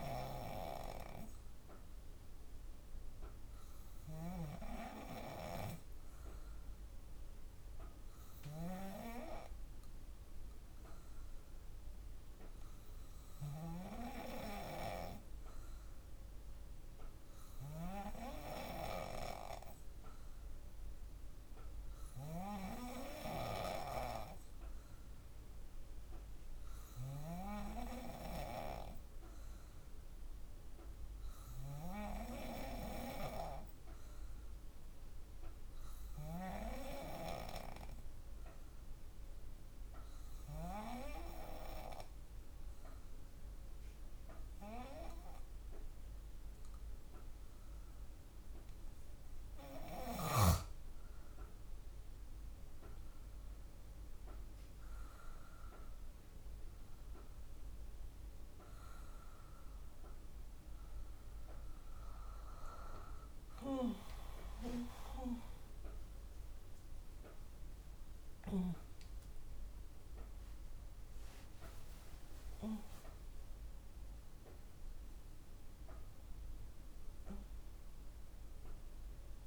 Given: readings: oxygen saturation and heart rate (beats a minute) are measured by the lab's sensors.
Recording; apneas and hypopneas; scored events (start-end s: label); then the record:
breathing in sleep by a room microphone; 1
35.50-49.00 s: hypopnea (oxygen 96% before, 93% lowest, heart rate 56 before, 55 extreme, up 7 after)
78.50-79.47 s: new sleep stage, awake
From the record:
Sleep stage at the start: N2 (light sleep); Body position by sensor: on the back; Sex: female